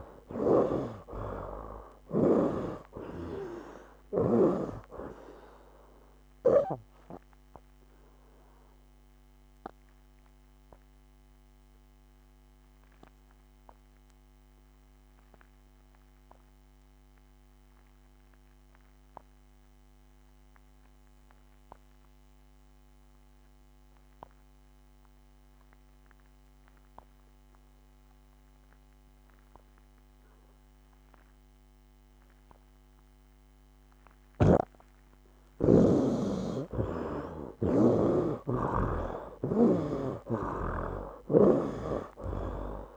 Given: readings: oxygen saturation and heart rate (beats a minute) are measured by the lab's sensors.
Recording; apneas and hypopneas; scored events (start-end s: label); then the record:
breathing in sleep by a microphone on the trachea; 1
0.00-4.00 s: snoring (device-marked)
0.00-20.00 s: oxygen desaturation (device-marked, oxygen 53% lowest, heart rate 70 extreme)
7.00-34.50 s: obstructive apnea (oxygen 94% before, 53% lowest, heart rate 83 before, 73 extreme, up 15 after)
22.00-42.97 s: oxygen desaturation (device-marked, oxygen 95% before, 58% lowest, heart rate 85 before, 69 extreme)
36.50-40.50 s: arousal
From the record:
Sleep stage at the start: REM sleep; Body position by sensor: on the right side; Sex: male